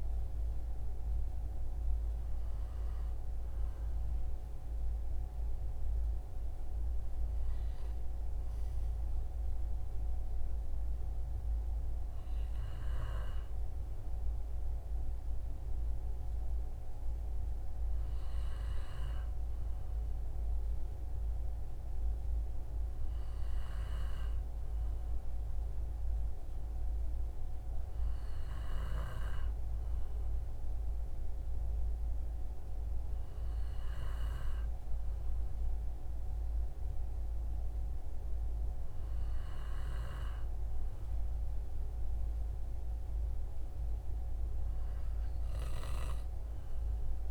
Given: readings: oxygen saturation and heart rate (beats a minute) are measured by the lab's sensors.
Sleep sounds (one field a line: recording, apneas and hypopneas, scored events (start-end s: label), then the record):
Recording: breathing in sleep, hard to hear, by a room microphone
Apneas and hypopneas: none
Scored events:
none scored
From the record:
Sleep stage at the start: N2 (light sleep)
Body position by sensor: on the right side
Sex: male